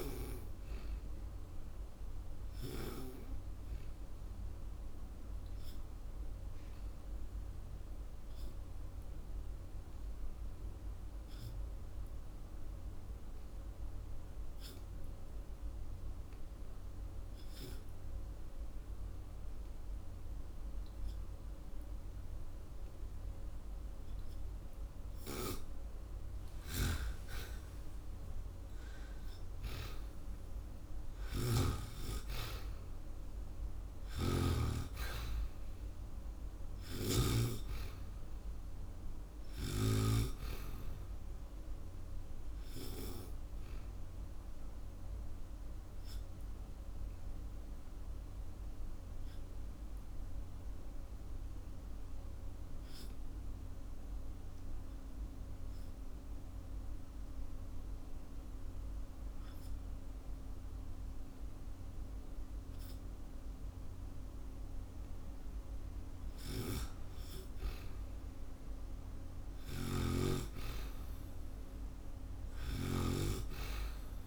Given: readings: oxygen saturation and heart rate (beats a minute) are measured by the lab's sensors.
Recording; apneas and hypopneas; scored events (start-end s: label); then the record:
breathing in sleep by a room microphone; 2
4.00-23.50 s: obstructive apnea (oxygen 95% before, 87% lowest)
24.50-27.50 s: arousal
26.00-31.50 s: snoring (device-marked)
30.00-60.00 s: oxygen desaturation (device-marked, oxygen 96% before, 87% lowest)
33.50-40.00 s: snoring (device-marked)
43.50-65.00 s: obstructive apnea (oxygen 96% before, 87% lowest)
66.00-73.00 s: snoring (device-marked)
67.00-71.00 s: arousal
From the record:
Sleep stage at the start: N2 (light sleep); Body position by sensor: on the back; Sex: female